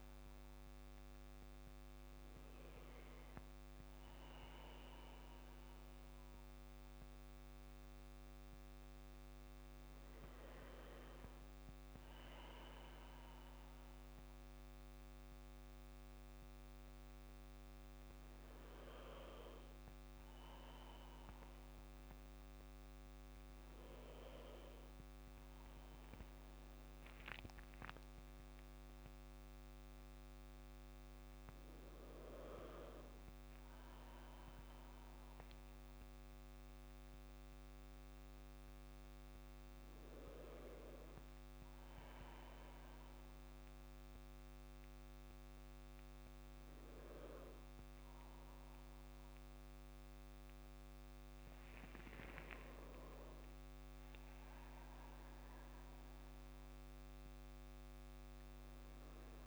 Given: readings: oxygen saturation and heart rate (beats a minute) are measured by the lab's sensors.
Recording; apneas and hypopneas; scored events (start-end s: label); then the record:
a person partly awake in a sleep study, hard to hear, by a microphone on the trachea; none
21.00-23.00 s: long interval between heartbeats (device-marked, heart rate 53 before, 63 extreme)
33.00-59.47 s: new sleep stage, awake
From the record:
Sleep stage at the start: N1 (lightest sleep); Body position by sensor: on the back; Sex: male